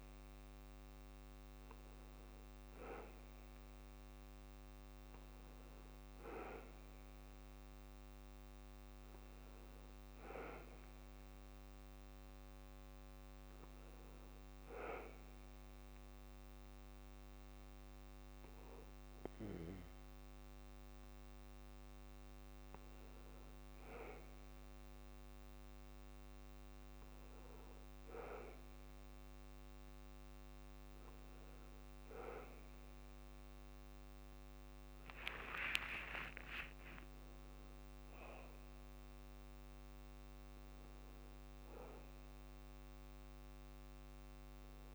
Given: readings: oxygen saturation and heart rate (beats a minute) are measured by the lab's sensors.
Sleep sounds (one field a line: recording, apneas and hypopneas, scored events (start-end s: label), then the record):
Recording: breathing in sleep by a microphone on the trachea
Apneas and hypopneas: none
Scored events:
0.00-12.00 s: oxygen desaturation (device-marked, oxygen 97% before, 92% lowest, heart rate 95 before, 68 extreme)
25.00-44.95 s: new sleep stage, N1 (lightest sleep)
34.00-39.00 s: arousal
From the record:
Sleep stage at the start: N2 (light sleep)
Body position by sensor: on the back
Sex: male